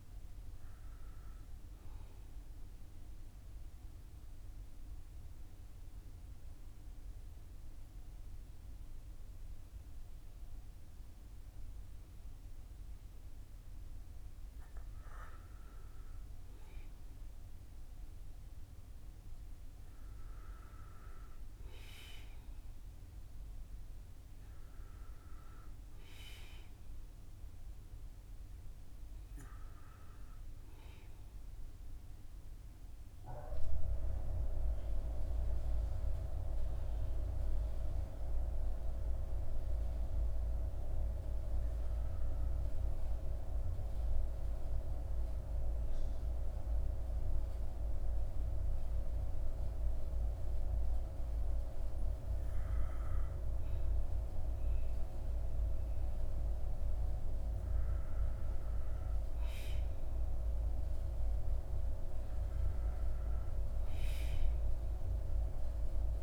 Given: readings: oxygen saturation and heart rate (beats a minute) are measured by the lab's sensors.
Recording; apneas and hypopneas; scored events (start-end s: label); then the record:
breathing in sleep by a room microphone; 2
1.50-15.50 s: mixed apnea (oxygen 93% before, 91% lowest, heart rate 57 before, 51 extreme, up 9 after)
17.50-21.50 s: arousal
28.00-45.00 s: oxygen desaturation (device-marked, oxygen 95% before, 91% lowest, heart rate 57 before, 49 extreme)
36.00-58.00 s: hypopnea (oxygen 95% before, 91% lowest, heart rate 58 before, 49 extreme, up 9 after)
61.00-64.50 s: arousal
From the record:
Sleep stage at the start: N2 (light sleep); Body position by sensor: on the back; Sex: male